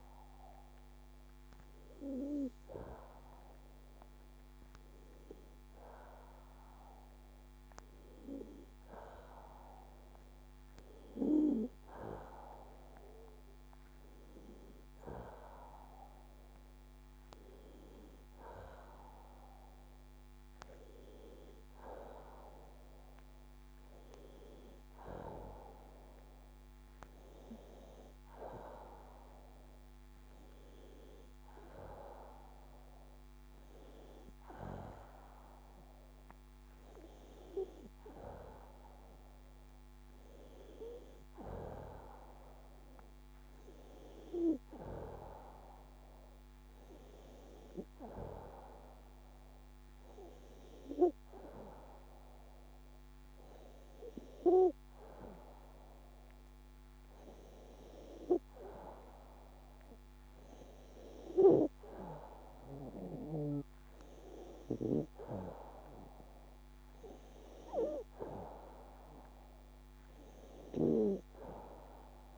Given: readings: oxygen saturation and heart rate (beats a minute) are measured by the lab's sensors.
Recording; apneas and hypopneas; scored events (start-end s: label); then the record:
breathing in sleep by a microphone on the trachea; none
none scored
From the record:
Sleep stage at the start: N2 (light sleep); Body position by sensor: on the back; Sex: female